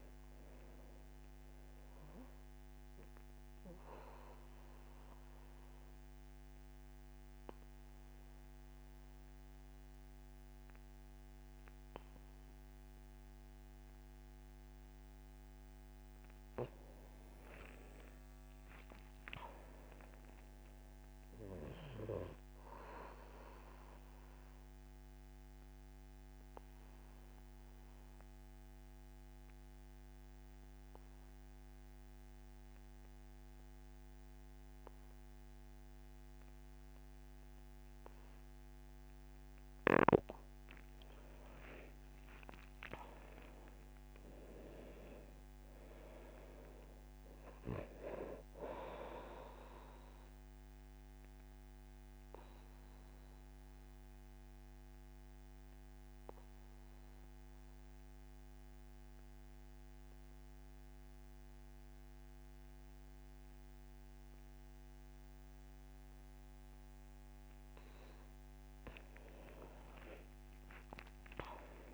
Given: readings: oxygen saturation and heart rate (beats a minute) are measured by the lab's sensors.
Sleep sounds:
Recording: breathing in sleep by a microphone on the trachea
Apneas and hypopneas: 3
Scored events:
0.00-12.50 s: oxygen desaturation (device-marked, oxygen 85% lowest, heart rate 72 extreme)
3.00-15.50 s: obstructive apnea (oxygen 99% before, 85% lowest, heart rate 81 before, 72 extreme, up 8 after)
16.50-19.00 s: arousal
22.00-39.00 s: obstructive apnea (oxygen 100% before, 86% lowest, heart rate 78 before, 72 extreme, up 8 after)
26.50-36.50 s: oxygen desaturation (device-marked, oxygen 100% before, 93% lowest, heart rate 77 before, 75 extreme)
38.50-61.50 s: oxygen desaturation (device-marked, oxygen 97% before, 86% lowest, heart rate 77 before, 74 extreme)
41.50-44.50 s: arousal
50.00-67.50 s: obstructive apnea (oxygen 99% before, 85% lowest, heart rate 78 before, 74 extreme, up 10 after)
70.00-71.94 s: arousal
From the record:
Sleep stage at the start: N2 (light sleep)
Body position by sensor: on the back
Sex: male

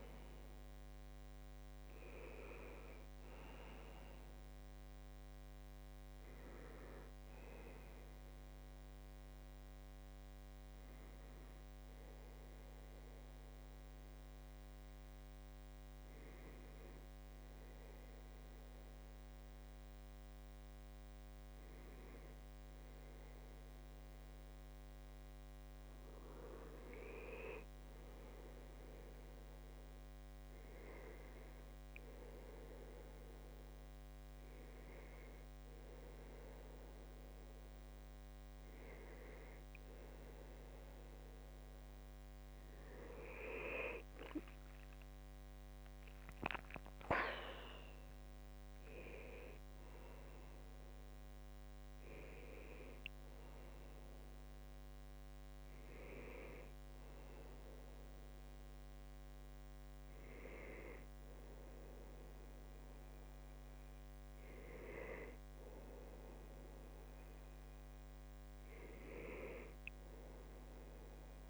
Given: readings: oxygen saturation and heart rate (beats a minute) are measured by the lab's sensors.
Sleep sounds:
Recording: a person partly awake in a sleep study, by a microphone on the trachea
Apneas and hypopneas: none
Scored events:
8.50-68.50 s: new sleep stage, N1 (lightest sleep)
28.00-30.00 s: long interval between heartbeats (device-marked, heart rate 65 before, 86 extreme)
28.50-43.50 s: oxygen desaturation (device-marked, oxygen 97% before, 93% lowest, heart rate 66 before, 68 extreme)
35.50-37.50 s: long interval between heartbeats (device-marked, heart rate 74 before, 89 extreme)
42.50-45.50 s: arousal
44.00-46.00 s: long interval between heartbeats (device-marked, heart rate 80 before, 88 extreme)
47.00-49.00 s: long interval between heartbeats (device-marked, heart rate 85 before, 115 extreme)
52.50-54.50 s: long interval between heartbeats (device-marked, heart rate 93 before, 85 extreme)
68.50-71.50 s: new sleep stage, N2 (light sleep)
From the record:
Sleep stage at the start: awake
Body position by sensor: on the back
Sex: male

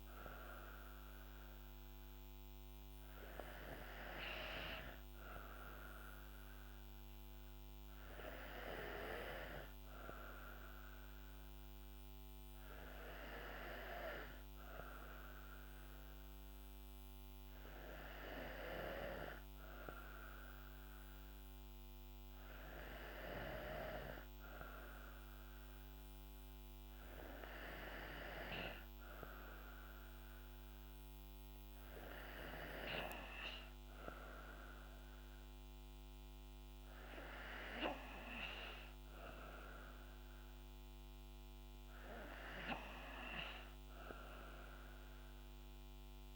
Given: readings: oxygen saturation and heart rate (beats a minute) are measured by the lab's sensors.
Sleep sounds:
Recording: breathing in sleep by a microphone on the trachea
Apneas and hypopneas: none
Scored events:
none scored
From the record:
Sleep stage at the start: N2 (light sleep)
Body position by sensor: on the right side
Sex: female

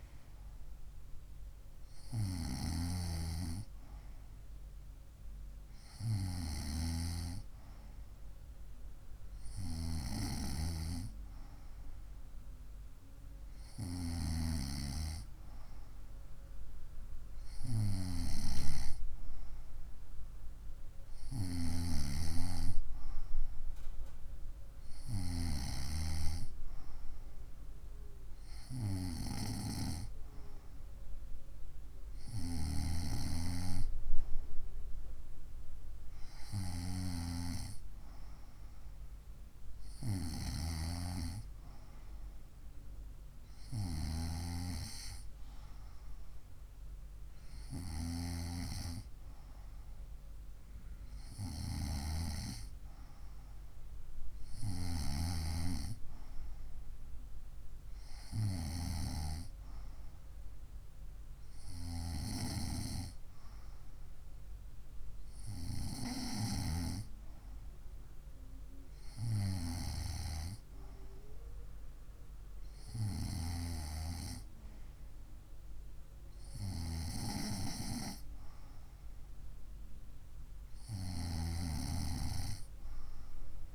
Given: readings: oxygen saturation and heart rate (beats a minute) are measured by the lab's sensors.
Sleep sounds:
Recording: breathing in sleep by a room microphone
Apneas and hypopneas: none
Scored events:
none scored
From the record:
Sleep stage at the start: N2 (light sleep)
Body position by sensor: on the right side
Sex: female

